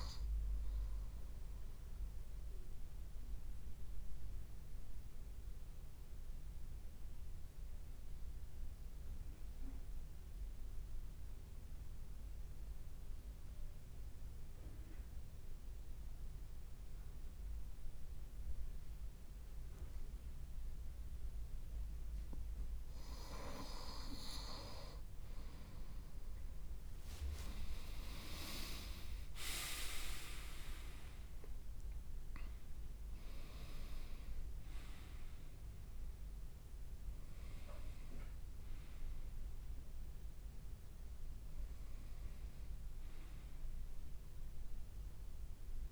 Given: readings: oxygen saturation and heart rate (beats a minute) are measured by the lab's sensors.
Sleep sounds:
breathing in sleep by a room microphone; 1
2.00-22.00 s: obstructive apnea (oxygen 99% before, 93% lowest, heart rate 54 before, 53 extreme, up 4 after)
24.00-27.00 s: arousal
25.50-32.50 s: leg movement (device-marked)
From the record:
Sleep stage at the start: N2 (light sleep); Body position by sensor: on the right side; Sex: male

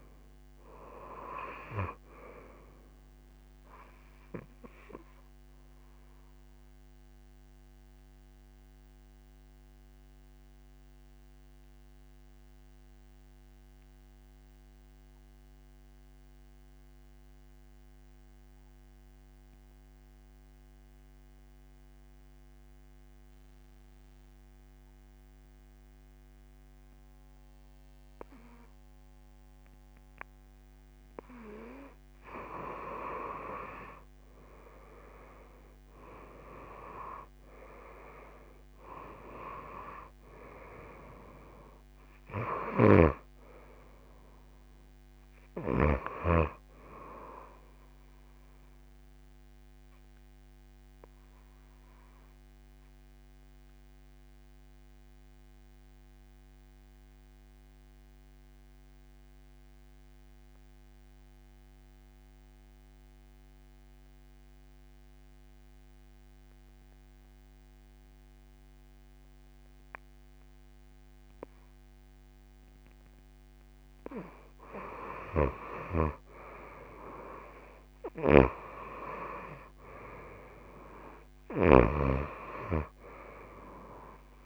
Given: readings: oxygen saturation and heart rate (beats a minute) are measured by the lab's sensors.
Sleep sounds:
breathing in sleep by a microphone on the trachea; 2
0.00-19.50 s: oxygen desaturation (device-marked, oxygen 89% lowest)
5.50-31.00 s: obstructive apnea (oxygen 98% before, 87% lowest)
30.50-60.50 s: oxygen desaturation (device-marked, oxygen 97% before, 87% lowest)
35.00-39.00 s: arousal
50.00-73.50 s: obstructive apnea (oxygen 97% before, 87% lowest)
72.50-84.46 s: oxygen desaturation (device-marked, oxygen 97% before, 87% lowest)
77.50-80.50 s: arousal
78.00-84.46 s: snoring (device-marked)
From the record:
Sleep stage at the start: N2 (light sleep); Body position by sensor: on the back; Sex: female

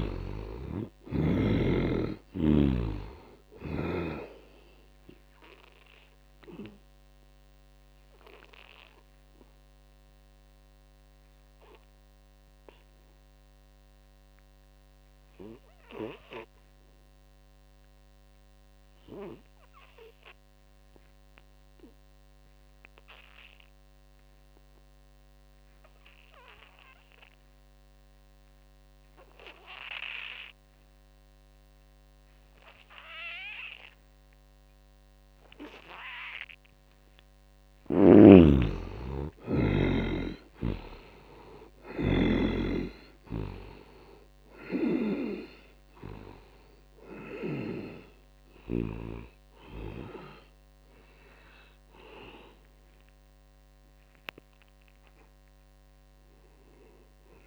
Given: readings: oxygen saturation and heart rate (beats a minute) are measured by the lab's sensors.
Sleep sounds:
breathing in sleep by a microphone on the trachea; 1
0.00-17.00 s: oxygen desaturation (device-marked, oxygen 73% lowest, heart rate 57 extreme)
6.50-37.00 s: obstructive apnea (oxygen 98% before, 72% lowest, heart rate 70 before, 57 extreme, up 15 after)
24.00-57.47 s: oxygen desaturation (device-marked, oxygen 98% before, 72% lowest, heart rate 79 before, 57 extreme)
39.50-44.00 s: arousal
From the record:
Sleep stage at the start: N2 (light sleep); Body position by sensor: on the back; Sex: male

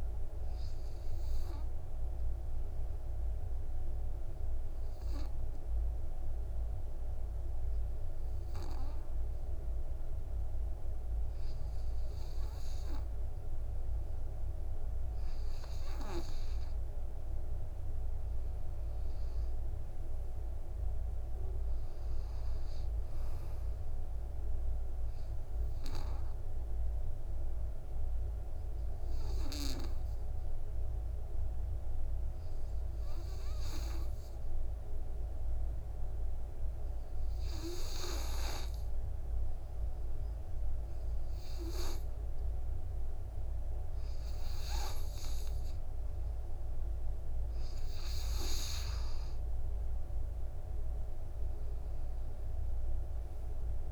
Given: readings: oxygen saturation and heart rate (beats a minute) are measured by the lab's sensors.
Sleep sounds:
breathing in sleep by a room microphone; 2
1.00-16.00 s: oxygen desaturation (device-marked, oxygen 99% before, 94% lowest, heart rate 57 before, 55 extreme)
2.00-16.00 s: obstructive apnea (oxygen 99% before, 89% lowest, heart rate 57 before, 55 extreme, up 9 after)
18.50-23.00 s: arousal
23.00-40.00 s: oxygen desaturation (device-marked, oxygen 97% before, 91% lowest, heart rate 59 before, 52 extreme)
27.50-47.50 s: obstructive apnea (oxygen 98% before, 89% lowest, heart rate 61 before, 52 extreme, up 14 after)
49.00-53.92 s: oxygen desaturation (device-marked, oxygen 98% before, 89% lowest, heart rate 58 before, 52 extreme)
50.00-53.92 s: arousal
From the record:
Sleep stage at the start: N2 (light sleep); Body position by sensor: on the right side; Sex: male

